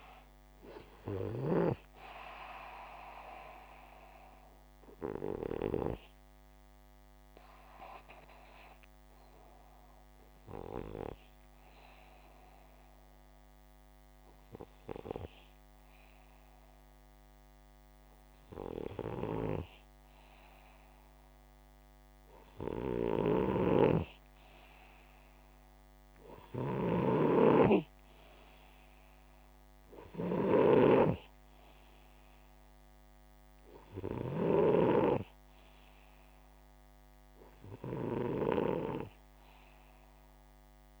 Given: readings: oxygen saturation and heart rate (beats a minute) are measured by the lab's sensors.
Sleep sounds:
breathing in sleep by a microphone on the trachea; 1
5.00-21.00 s: hypopnea (oxygen 95% before, 92% lowest, heart rate 159 before, 64 extreme)
22.50-34.00 s: snoring (device-marked)
23.50-26.50 s: arousal
32.00-41.00 s: oxygen desaturation (device-marked, oxygen 98% before, 94% lowest, heart rate 121 before, 50 extreme)
From the record:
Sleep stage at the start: N2 (light sleep); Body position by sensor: upright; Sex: male

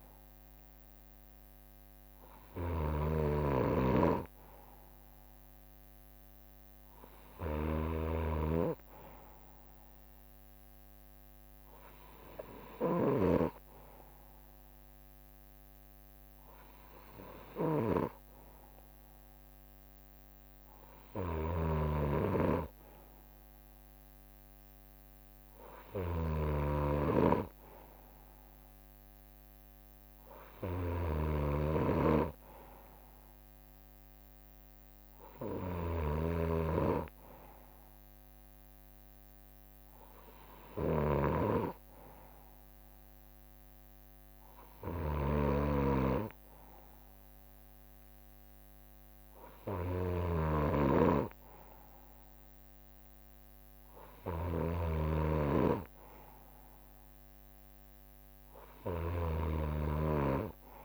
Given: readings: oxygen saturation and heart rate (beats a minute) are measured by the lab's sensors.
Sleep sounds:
breathing in sleep by a microphone on the trachea; none
0.00-7.50 s: leg movement (device-marked)
0.00-60.85 s: snoring (device-marked)
26.00-34.50 s: leg movement (device-marked)
35.00-36.00 s: leg movement (device-marked)
36.50-40.50 s: leg movement (device-marked)
44.50-55.50 s: drop in pulse transit time (device-marked, heart rate 66 before, 65 extreme)
45.00-53.50 s: leg movement (device-marked)
53.50-60.50 s: leg movement (device-marked)
From the record:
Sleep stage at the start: N2 (light sleep); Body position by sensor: on the right side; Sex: male

